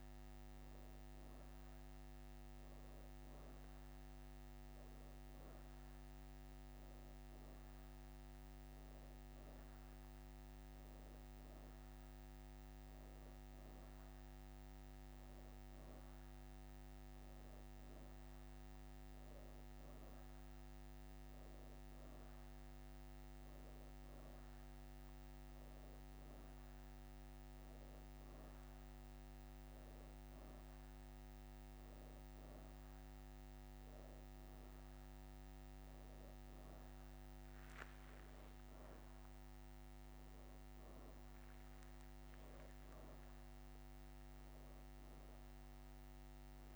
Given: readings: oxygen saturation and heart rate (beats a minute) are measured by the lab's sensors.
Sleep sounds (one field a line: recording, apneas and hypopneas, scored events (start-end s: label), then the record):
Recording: breathing in sleep, hard to hear, by a microphone on the trachea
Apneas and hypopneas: none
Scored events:
0.00-3.50 s: arousal
2.00-4.50 s: leg movement (device-marked)
25.50-29.00 s: leg movement (device-marked)
39.00-40.00 s: leg movement (device-marked)
From the record:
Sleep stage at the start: N1 (lightest sleep)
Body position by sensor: on the back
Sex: female